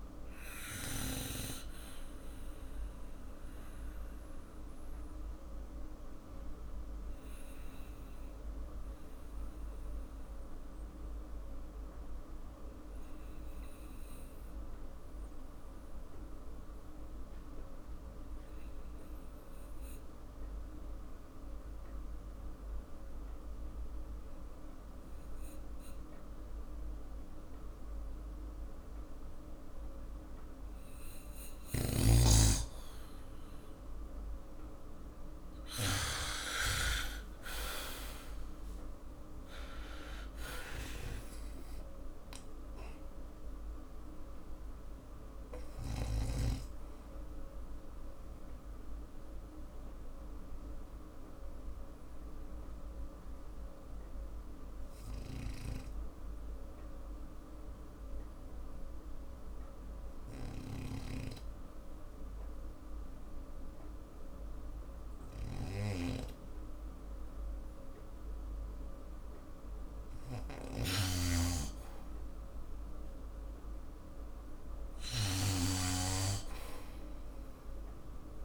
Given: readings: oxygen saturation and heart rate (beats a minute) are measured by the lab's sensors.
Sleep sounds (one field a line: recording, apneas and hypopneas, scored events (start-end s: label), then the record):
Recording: breathing in sleep by a room microphone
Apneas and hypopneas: 2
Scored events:
2.00-30.50 s: obstructive apnea (oxygen 97% before, 90% lowest, heart rate 57 before, 47 extreme, up 3 after)
13.50-27.50 s: oxygen desaturation (device-marked, oxygen 96% before, 90% lowest, heart rate 56 before, 49 extreme)
31.50-36.00 s: snoring (device-marked)
36.00-38.00 s: long interval between heartbeats (device-marked, heart rate 53 before, 55 extreme)
36.50-41.50 s: arousal
48.00-69.00 s: obstructive apnea (oxygen 99% before, 91% lowest, heart rate 56 before, 47 extreme, up 9 after)
60.50-78.45 s: snoring (device-marked)
63.50-73.50 s: oxygen desaturation (device-marked, oxygen 96% before, 91% lowest, heart rate 55 before, 51 extreme)
72.50-77.50 s: arousal
From the record:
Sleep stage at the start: N2 (light sleep)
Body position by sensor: on the back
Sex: male